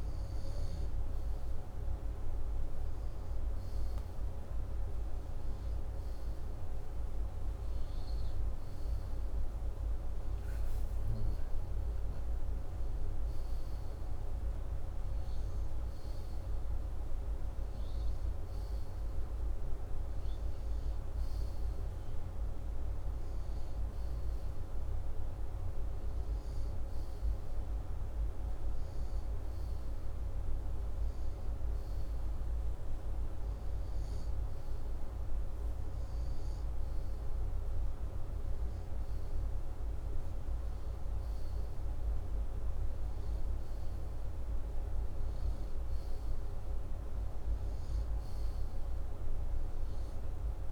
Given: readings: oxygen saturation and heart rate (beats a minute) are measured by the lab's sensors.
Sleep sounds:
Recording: breathing in sleep, hard to hear, by a room microphone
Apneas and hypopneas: none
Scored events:
none scored
From the record:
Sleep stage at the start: N2 (light sleep)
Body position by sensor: upright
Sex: male

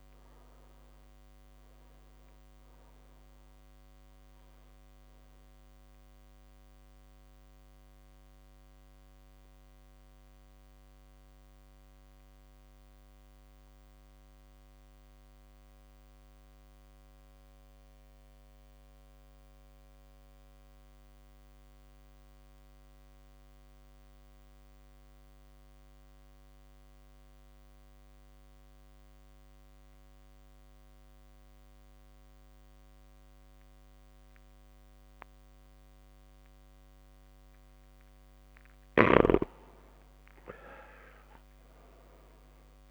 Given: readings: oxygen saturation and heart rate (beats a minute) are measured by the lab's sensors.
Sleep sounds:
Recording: breathing in sleep, hard to hear, by a microphone on the trachea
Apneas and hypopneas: 1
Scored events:
5.00-26.00 s: oxygen desaturation (device-marked, oxygen 100% before, 95% lowest)
8.00-37.50 s: mixed apnea (oxygen 100% before, 89% lowest)
40.00-42.91 s: arousal
From the record:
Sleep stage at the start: N2 (light sleep)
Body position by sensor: on the back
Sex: male

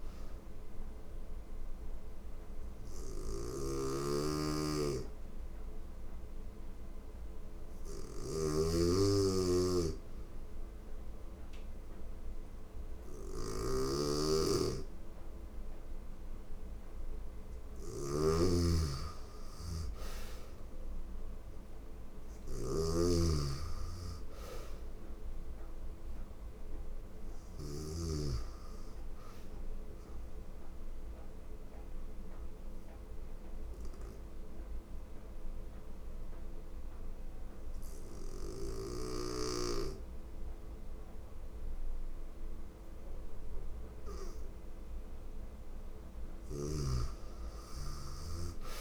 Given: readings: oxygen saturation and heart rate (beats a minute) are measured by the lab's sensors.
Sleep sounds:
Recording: breathing in sleep by a room microphone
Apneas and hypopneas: 2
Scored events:
0.00-27.50 s: snoring (device-marked)
1.50-16.00 s: hypopnea (oxygen 96% before, 86% lowest, heart rate 87 before, 80 extreme, up 2 after)
5.50-14.50 s: oxygen desaturation (device-marked, oxygen 96% before, 92% lowest, heart rate 81 before, 80 extreme)
18.00-22.00 s: arousal
23.50-39.50 s: oxygen desaturation (device-marked, oxygen 94% before, 90% lowest, heart rate 81 before, 80 extreme)
30.50-44.00 s: obstructive apnea (oxygen 96% before, 86% lowest, heart rate 82 before, 80 extreme, up 2 after)
45.50-48.50 s: arousal
From the record:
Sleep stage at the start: N2 (light sleep)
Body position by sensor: on the right side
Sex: female

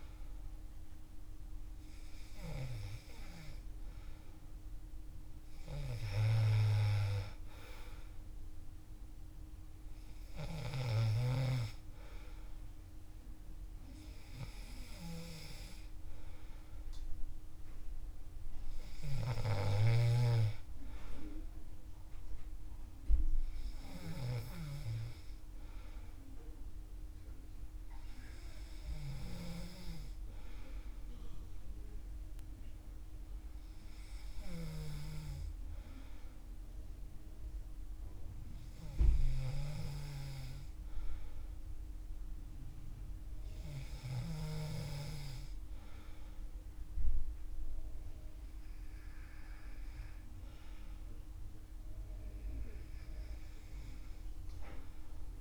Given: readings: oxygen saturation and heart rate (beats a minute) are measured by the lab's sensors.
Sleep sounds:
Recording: breathing in sleep by a room microphone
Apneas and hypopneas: none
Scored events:
38.00-43.50 s: snoring (device-marked)
From the record:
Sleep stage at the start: N2 (light sleep)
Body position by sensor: on the back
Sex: male

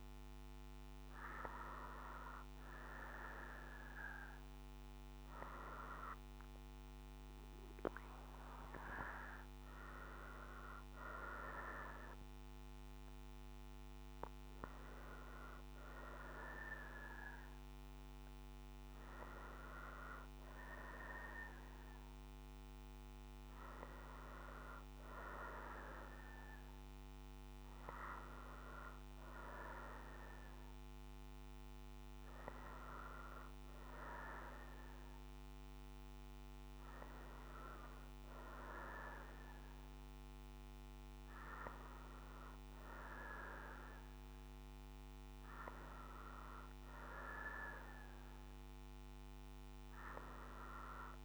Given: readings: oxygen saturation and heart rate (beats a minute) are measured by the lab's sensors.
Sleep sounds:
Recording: breathing in sleep by a microphone on the trachea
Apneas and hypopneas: none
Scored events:
none scored
From the record:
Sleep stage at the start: N2 (light sleep)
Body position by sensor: on the right side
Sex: female

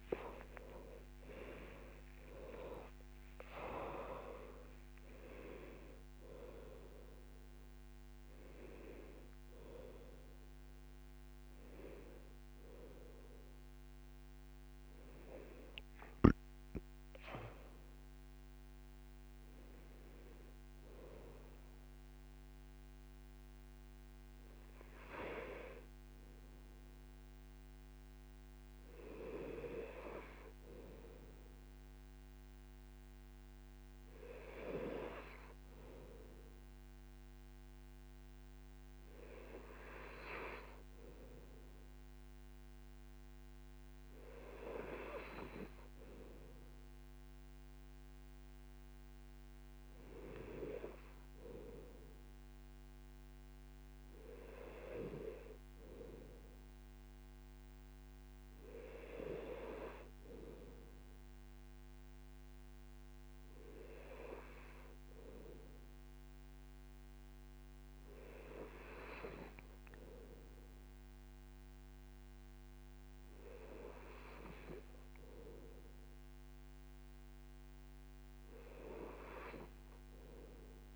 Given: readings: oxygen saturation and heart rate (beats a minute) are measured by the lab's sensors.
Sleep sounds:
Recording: a person partly awake in a sleep study, by a microphone on the trachea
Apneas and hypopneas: none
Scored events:
3.00-5.00 s: long interval between heartbeats (device-marked, heart rate 109 before, 89 extreme)
9.50-39.50 s: new sleep stage, N1 (lightest sleep)
39.50-80.95 s: new sleep stage, N2 (light sleep)
From the record:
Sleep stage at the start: awake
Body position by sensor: on the right side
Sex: male

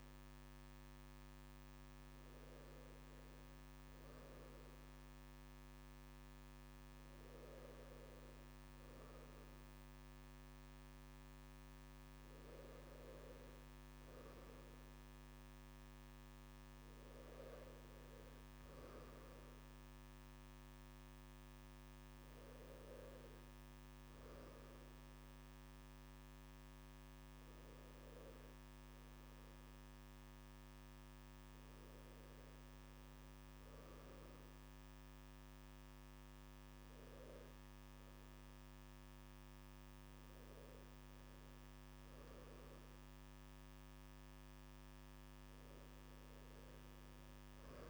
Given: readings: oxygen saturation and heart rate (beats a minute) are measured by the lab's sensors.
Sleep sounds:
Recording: breathing in sleep, hard to hear, by a microphone on the trachea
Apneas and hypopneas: none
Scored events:
41.50-47.90 s: new sleep stage, awake
From the record:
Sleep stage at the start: N1 (lightest sleep)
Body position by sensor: on the right side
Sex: male

